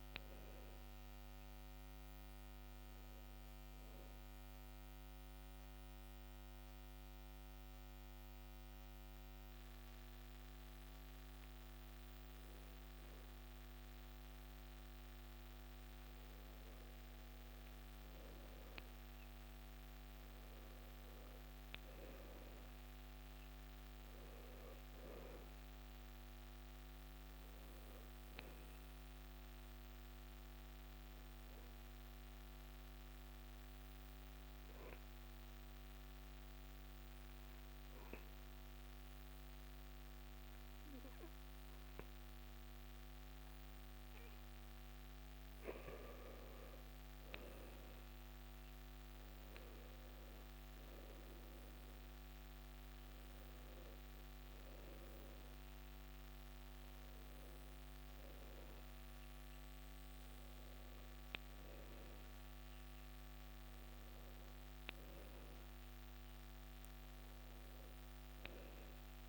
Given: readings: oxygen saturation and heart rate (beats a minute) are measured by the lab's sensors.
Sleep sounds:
breathing in sleep, hard to hear, by a microphone on the trachea; 2
6.00-16.00 s: obstructive apnea (oxygen 95% before, 90% lowest, heart rate 69 before, 64 extreme, up 8 after)
17.50-23.00 s: arousal
25.50-46.50 s: oxygen desaturation (device-marked, oxygen 95% before, 92% lowest, heart rate 67 before, 64 extreme)
32.50-46.00 s: obstructive apnea (oxygen 96% before, 89% lowest, heart rate 69 before, 64 extreme, up 11 after)
49.00-53.00 s: arousal
From the record:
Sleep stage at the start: N2 (light sleep); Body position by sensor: on the back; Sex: male

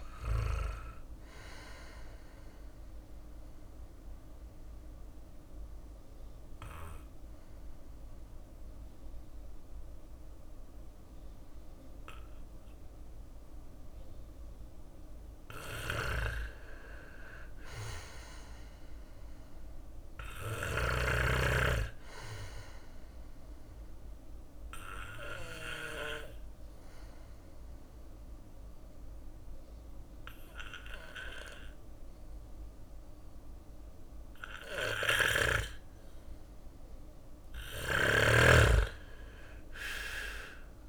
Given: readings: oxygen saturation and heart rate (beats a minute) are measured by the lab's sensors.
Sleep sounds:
breathing in sleep by a room microphone; 2
0.00-7.50 s: drop in pulse transit time (device-marked, heart rate 54 extreme)
0.00-13.50 s: bradycardia (device-marked, heart rate 54 extreme)
0.00-21.50 s: oxygen desaturation (device-marked, oxygen 93% lowest, heart rate 54 extreme)
0.50-13.00 s: obstructive apnea (oxygen 99% before, 93% lowest, heart rate 59 before, 54 extreme, up 6 after)
14.50-18.00 s: arousal
14.50-19.50 s: snoring (device-marked)
15.50-35.50 s: bradycardia (device-marked, heart rate 60 before, 57 extreme)
20.00-35.00 s: obstructive apnea (oxygen 98% before, 93% lowest, heart rate 57 before, 57 extreme, up 4 after)
36.50-40.88 s: arousal
36.50-40.88 s: snoring (device-marked)
From the record:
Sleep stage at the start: N2 (light sleep); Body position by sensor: on the back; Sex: male

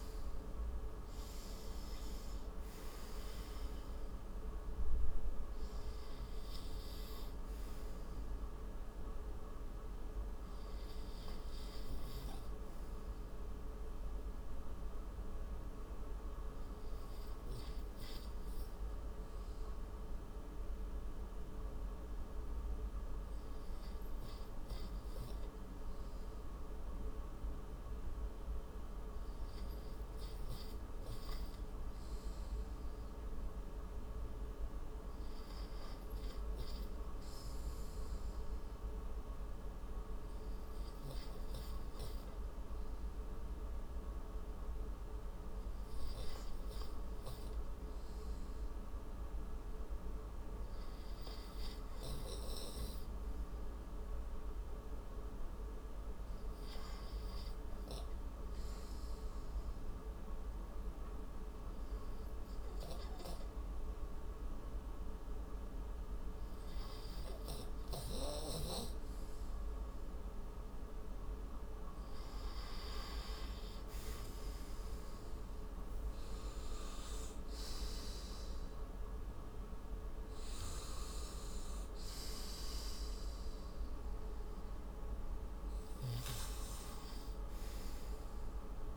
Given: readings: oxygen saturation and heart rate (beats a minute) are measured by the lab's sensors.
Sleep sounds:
breathing in sleep, hard to hear, by a room microphone; 2
0.00-5.50 s: oxygen desaturation (device-marked, oxygen 85% lowest, heart rate 52 extreme)
9.50-13.00 s: arousal
16.50-29.50 s: hypopnea (oxygen 92% before, 90% lowest, heart rate 80 before, 52 extreme, up 21 after)
31.50-34.50 s: arousal
41.50-58.50 s: oxygen desaturation (device-marked, oxygen 98% before, 92% lowest, heart rate 67 before, 45 extreme)
53.50-70.00 s: hypopnea (oxygen 100% before, 90% lowest, heart rate 70 before, 45 extreme, up 52 after)
67.50-74.50 s: oxygen desaturation (device-marked, oxygen 94% before, 90% lowest, heart rate 69 before, 49 extreme)
73.50-77.00 s: arousal
From the record:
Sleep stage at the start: N2 (light sleep); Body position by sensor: on the right side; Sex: male

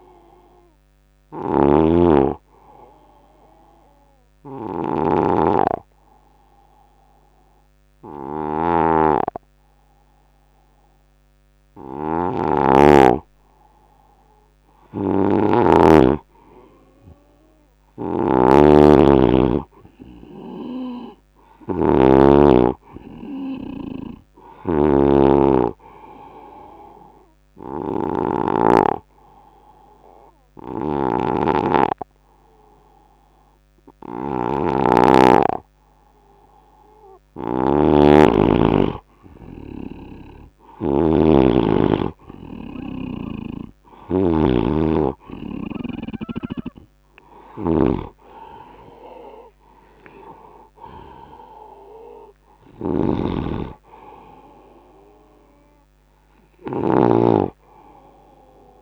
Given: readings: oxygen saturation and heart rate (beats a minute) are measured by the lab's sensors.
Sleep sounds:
breathing in sleep by a microphone on the trachea; 2
0.00-15.00 s: oxygen desaturation (device-marked, oxygen 90% lowest, heart rate 71 extreme)
0.00-44.00 s: snoring (device-marked)
3.00-13.50 s: obstructive apnea (oxygen 99% before, 90% lowest, heart rate 79 before, 71 extreme, up 7 after)
15.50-19.00 s: arousal
22.00-39.00 s: oxygen desaturation (device-marked, oxygen 99% before, 94% lowest, heart rate 76 before, 70 extreme)
28.00-38.50 s: obstructive apnea (oxygen 99% before, 91% lowest, heart rate 76 before, 70 extreme, up 15 after)
48.00-58.82 s: oxygen desaturation (device-marked, oxygen 96% before, 91% lowest, heart rate 79 before, 73 extreme)
48.50-53.00 s: arousal
52.50-58.82 s: snoring (device-marked)
From the record:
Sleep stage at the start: N2 (light sleep); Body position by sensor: on the right side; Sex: male

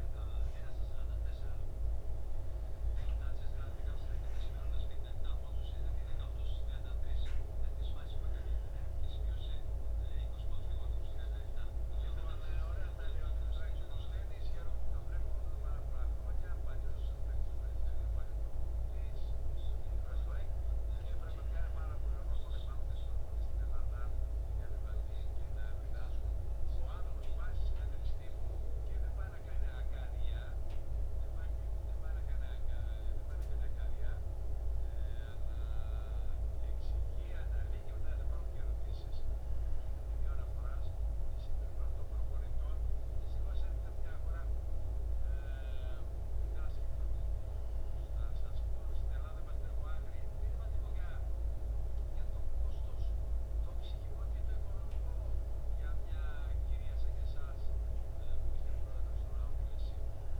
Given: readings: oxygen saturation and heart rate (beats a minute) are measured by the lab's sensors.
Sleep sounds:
breathing in sleep, hard to hear, by a room microphone; none
none scored
From the record:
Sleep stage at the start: N2 (light sleep); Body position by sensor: on the back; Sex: male

